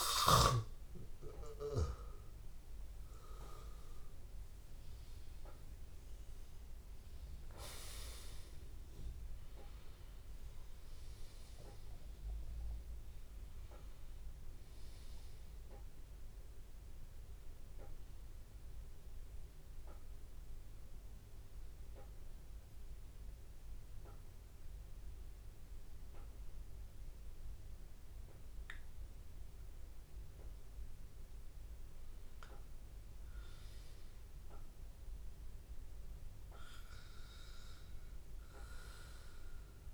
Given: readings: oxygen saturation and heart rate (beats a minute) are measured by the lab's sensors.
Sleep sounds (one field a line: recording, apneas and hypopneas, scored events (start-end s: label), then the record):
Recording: breathing in sleep by a room microphone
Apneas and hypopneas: 1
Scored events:
0.00-5.00 s: arousal
20.50-31.50 s: central apnea (oxygen 96% before, 93% lowest, heart rate 85 before, 83 extreme, up 1 after)
34.00-37.00 s: arousal
From the record:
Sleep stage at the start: N2 (light sleep)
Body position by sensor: on the back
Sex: male